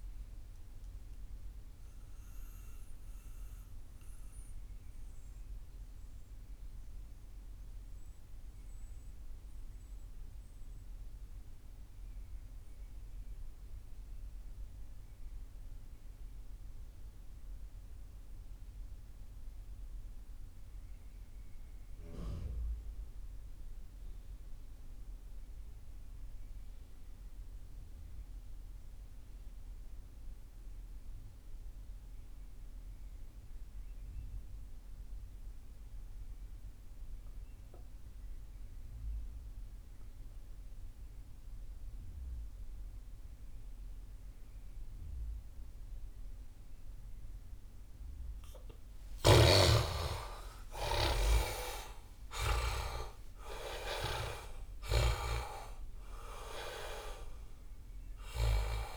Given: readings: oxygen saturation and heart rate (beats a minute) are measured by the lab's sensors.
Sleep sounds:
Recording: breathing in sleep by a room microphone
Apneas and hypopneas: 1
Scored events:
0.00-16.50 s: oxygen desaturation (device-marked, oxygen 68% lowest)
2.00-47.50 s: mixed apnea (oxygen 95% before, 66% lowest)
34.50-58.97 s: oxygen desaturation (device-marked, oxygen 97% before, 66% lowest)
48.50-52.50 s: arousal
48.50-52.50 s: snoring (device-marked)
From the record:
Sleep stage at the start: REM sleep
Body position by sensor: on the back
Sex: male

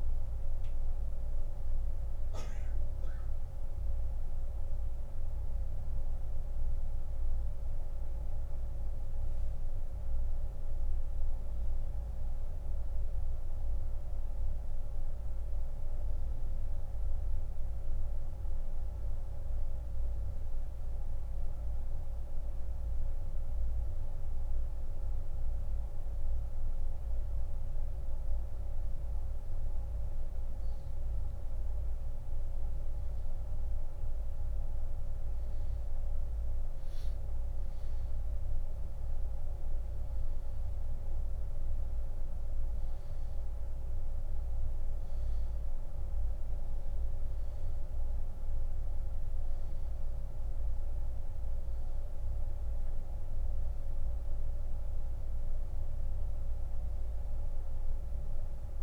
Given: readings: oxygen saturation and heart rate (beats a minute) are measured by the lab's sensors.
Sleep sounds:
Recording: breathing in sleep, hard to hear, by a room microphone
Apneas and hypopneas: 1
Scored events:
0.00-23.00 s: oxygen desaturation (device-marked, oxygen 91% lowest)
7.50-28.50 s: obstructive apnea (oxygen 97% before, 90% lowest)
31.00-34.00 s: arousal
48.00-58.83 s: oxygen desaturation (device-marked, oxygen 95% before, 90% lowest)
52.50-56.50 s: arousal
From the record:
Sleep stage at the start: N2 (light sleep)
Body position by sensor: on the back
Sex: male

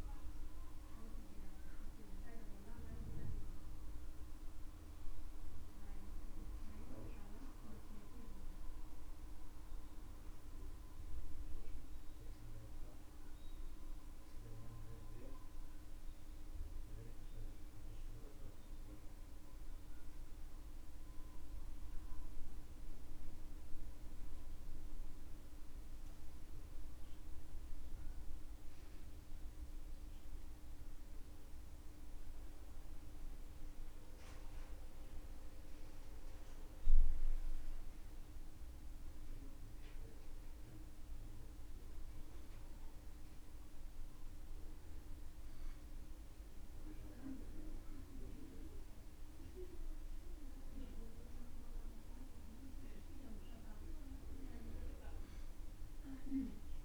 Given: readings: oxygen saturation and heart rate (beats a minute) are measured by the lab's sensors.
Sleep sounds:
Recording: breathing in sleep by a room microphone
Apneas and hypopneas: none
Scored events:
none scored
From the record:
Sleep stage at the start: REM sleep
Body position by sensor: on the back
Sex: male

